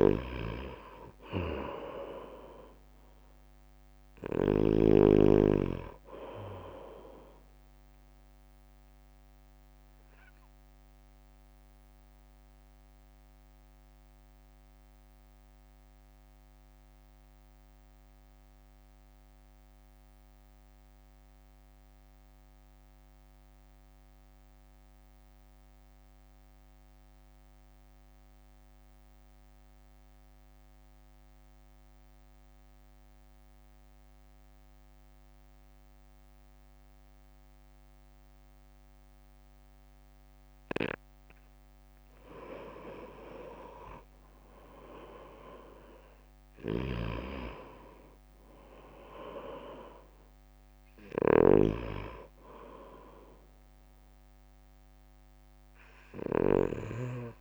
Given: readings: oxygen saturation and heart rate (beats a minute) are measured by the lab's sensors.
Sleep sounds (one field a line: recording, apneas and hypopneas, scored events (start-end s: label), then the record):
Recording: breathing in sleep by a microphone on the trachea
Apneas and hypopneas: 1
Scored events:
0.00-5.00 s: snoring (device-marked)
0.00-9.50 s: oxygen desaturation (device-marked, oxygen 91% lowest, heart rate 47 extreme)
0.00-13.50 s: drop in pulse transit time (device-marked, heart rate 47 extreme)
10.50-41.00 s: mixed apnea (oxygen 99% before, 88% lowest, heart rate 55 before, 49 extreme, up 4 after)
24.50-33.50 s: oxygen desaturation (device-marked, oxygen 92% before, 89% lowest, heart rate 53 before, 49 extreme)
44.50-48.00 s: arousal
45.50-57.41 s: drop in pulse transit time (device-marked, heart rate 59 before, 49 extreme)
45.50-57.41 s: oxygen desaturation (device-marked, oxygen 98% before, 90% lowest, heart rate 59 before, 50 extreme)
46.50-57.00 s: snoring (device-marked)
From the record:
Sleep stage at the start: N2 (light sleep)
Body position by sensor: on the right side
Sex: male